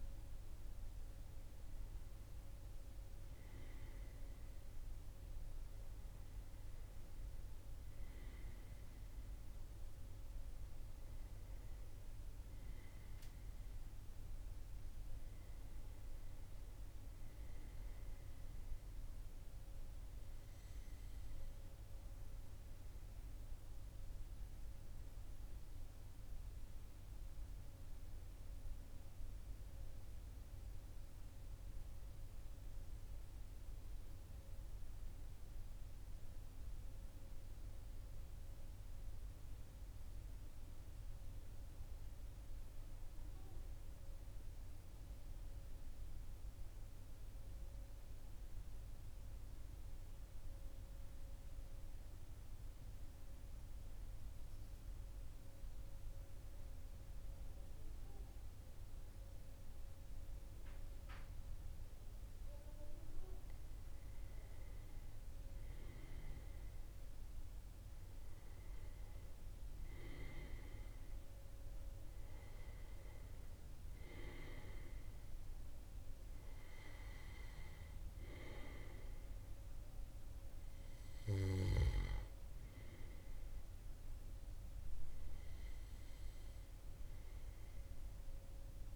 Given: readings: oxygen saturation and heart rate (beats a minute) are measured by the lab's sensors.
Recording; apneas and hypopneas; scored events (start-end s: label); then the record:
breathing in sleep, hard to hear, by a room microphone; 1
0.00-1.00 s: arousal
23.00-32.00 s: oxygen desaturation (device-marked, oxygen 98% before, 95% lowest, heart rate 43 before, 39 extreme)
27.00-62.50 s: obstructive apnea (oxygen 98% before, 94% lowest, heart rate 42 before, 39 extreme, up 2 after)
65.00-68.50 s: arousal
81.00-88.96 s: oxygen desaturation (device-marked, oxygen 97% before, 94% lowest, heart rate 42 before, 40 extreme)
From the record:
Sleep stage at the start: N2 (light sleep); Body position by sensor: on the back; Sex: male